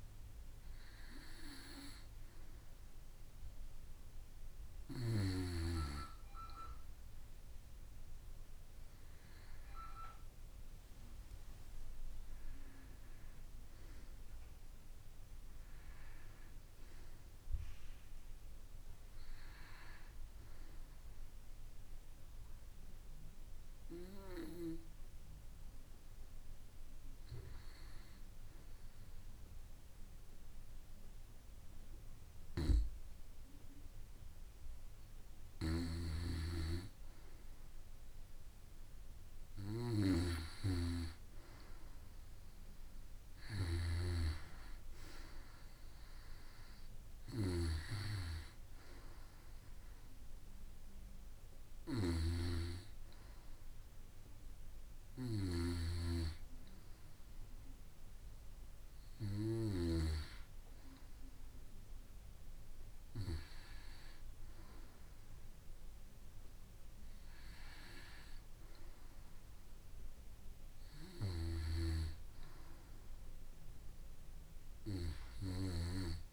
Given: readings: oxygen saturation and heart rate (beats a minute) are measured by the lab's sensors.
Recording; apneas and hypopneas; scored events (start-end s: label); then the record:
breathing in sleep by a room microphone; none
13.00-17.00 s: arousal
52.00-60.00 s: snoring (device-marked)
66.00-76.33 s: oxygen desaturation (device-marked, oxygen 93% before, 89% lowest, heart rate 54 before, 36 extreme)
From the record:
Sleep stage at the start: N2 (light sleep); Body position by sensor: on the right side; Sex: female